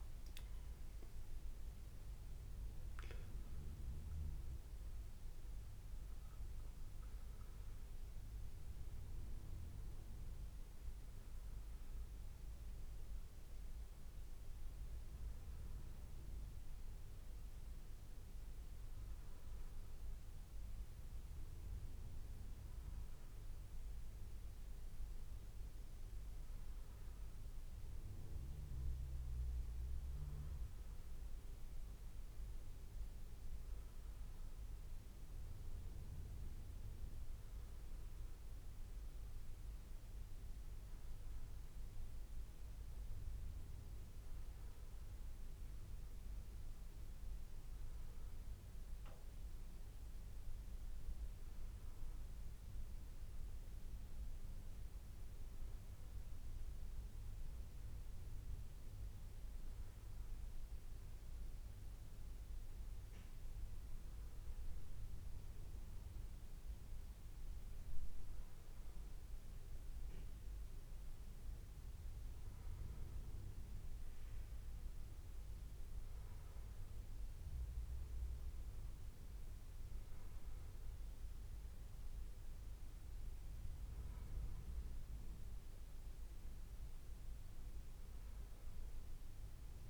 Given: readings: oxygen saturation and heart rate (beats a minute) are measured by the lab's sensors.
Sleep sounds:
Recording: a person partly awake in a sleep study, hard to hear, by a room microphone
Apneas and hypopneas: none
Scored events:
11.00-89.90 s: new sleep stage, N1 (lightest sleep)
From the record:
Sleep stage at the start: awake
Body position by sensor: on the back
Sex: male

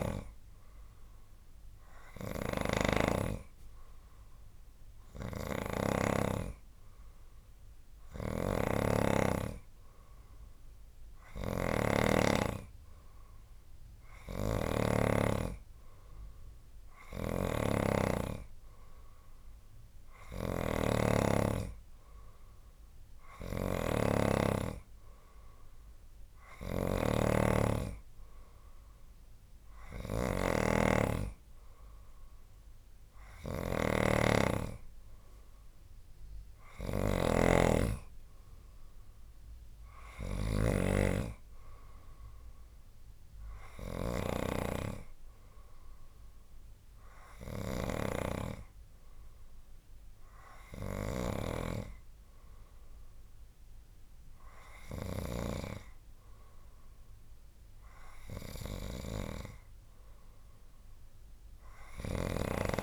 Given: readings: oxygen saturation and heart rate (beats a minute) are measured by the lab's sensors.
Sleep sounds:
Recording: breathing in sleep by a room microphone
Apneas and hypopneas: none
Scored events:
0.00-6.00 s: snoring (device-marked)
4.00-62.83 s: new sleep stage, N3 (deep sleep)
8.00-15.00 s: snoring (device-marked)
17.00-51.50 s: snoring (device-marked)
From the record:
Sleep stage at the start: N2 (light sleep)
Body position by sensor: on the right side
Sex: male

